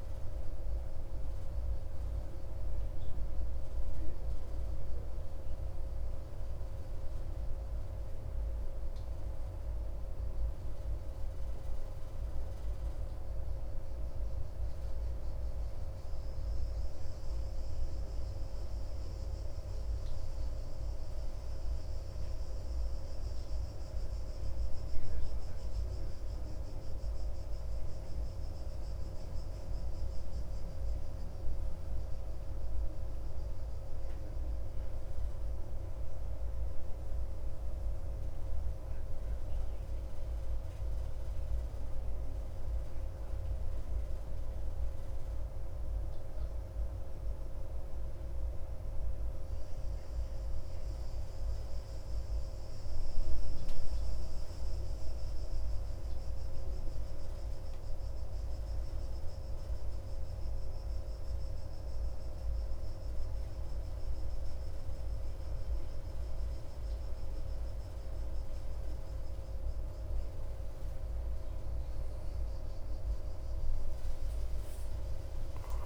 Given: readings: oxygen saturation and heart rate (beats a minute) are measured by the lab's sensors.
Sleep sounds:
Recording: breathing in sleep, hard to hear, by a room microphone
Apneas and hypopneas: none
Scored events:
none scored
From the record:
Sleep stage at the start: N1 (lightest sleep)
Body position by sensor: on the back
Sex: male

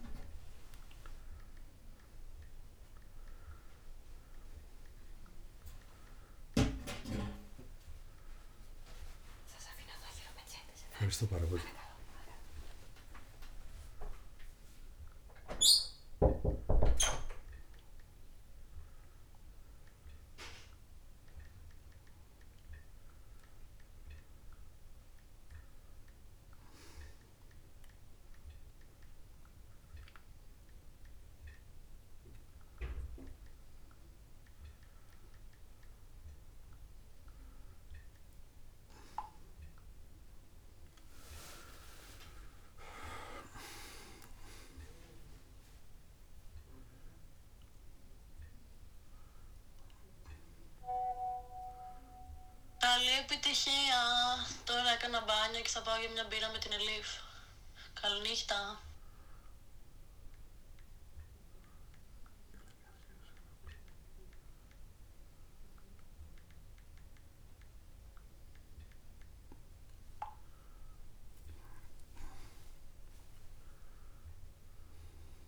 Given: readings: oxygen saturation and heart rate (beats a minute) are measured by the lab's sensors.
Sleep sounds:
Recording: a person awake in a sleep study, by a room microphone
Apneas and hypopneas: none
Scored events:
1.00-3.00 s: long interval between heartbeats (device-marked)
7.00-11.50 s: arousal
14.00-16.00 s: long interval between heartbeats (device-marked)
46.00-48.00 s: long interval between heartbeats (device-marked)
60.50-62.50 s: long interval between heartbeats (device-marked)
68.00-70.00 s: long interval between heartbeats (device-marked)
From the record:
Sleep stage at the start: awake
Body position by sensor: on the back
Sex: male

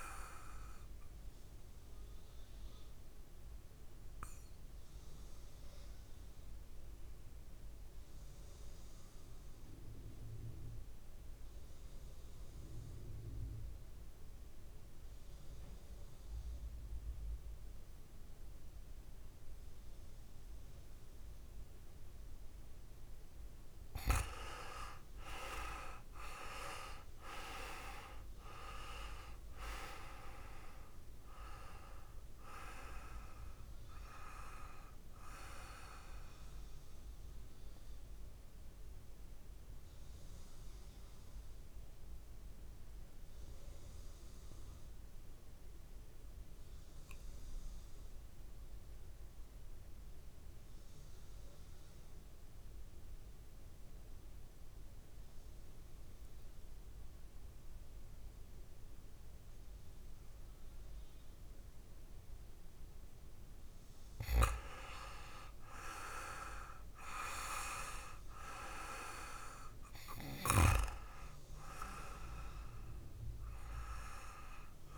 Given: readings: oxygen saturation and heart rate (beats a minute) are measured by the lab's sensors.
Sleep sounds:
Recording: breathing in sleep by a room microphone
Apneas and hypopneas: 2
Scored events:
0.00-11.50 s: oxygen desaturation (device-marked, oxygen 92% lowest, heart rate 61 extreme)
1.50-23.00 s: obstructive apnea (oxygen 97% before, 90% lowest, heart rate 63 before, 53 extreme, up 7 after)
24.50-29.00 s: arousal
26.50-46.50 s: oxygen desaturation (device-marked, oxygen 98% before, 90% lowest, heart rate 62 before, 53 extreme)
39.00-63.50 s: obstructive apnea (oxygen 98% before, 90% lowest, heart rate 65 before, 55 extreme, up 4 after)
63.50-74.98 s: oxygen desaturation (device-marked, oxygen 99% before, 91% lowest, heart rate 58 before, 58 extreme)
65.50-69.00 s: arousal
From the record:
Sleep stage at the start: N2 (light sleep)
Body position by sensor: on the back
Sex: male

